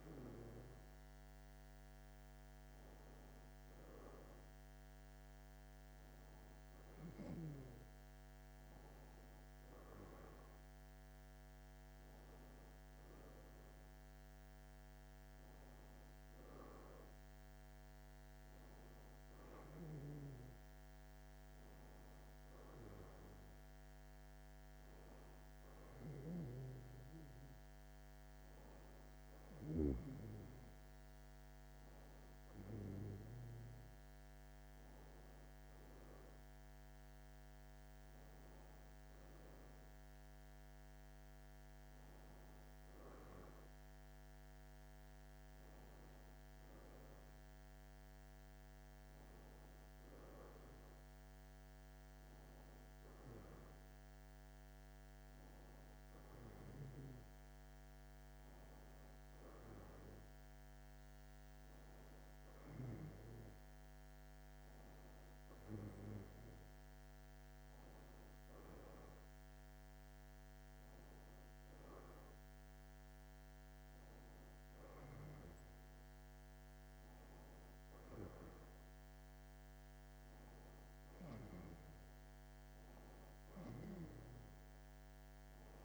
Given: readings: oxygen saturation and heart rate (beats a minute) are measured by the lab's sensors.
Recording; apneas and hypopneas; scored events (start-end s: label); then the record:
a person awake in a sleep study, by a microphone on the trachea; none
none scored
From the record:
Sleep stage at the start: awake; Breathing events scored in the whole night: 49 in 2.9 hours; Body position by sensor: on the back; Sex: male